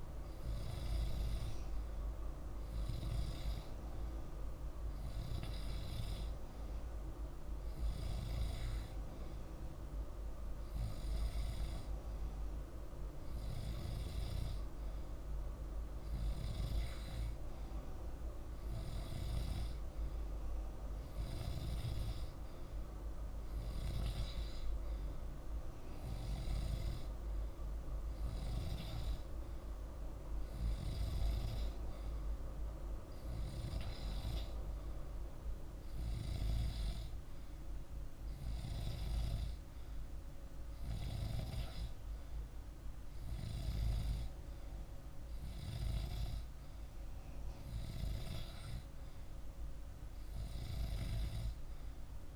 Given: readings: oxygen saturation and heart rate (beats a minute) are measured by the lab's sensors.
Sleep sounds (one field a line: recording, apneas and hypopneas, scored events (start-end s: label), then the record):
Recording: breathing in sleep by a room microphone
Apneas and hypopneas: none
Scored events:
none scored
From the record:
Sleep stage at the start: N2 (light sleep)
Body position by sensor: on the back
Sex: male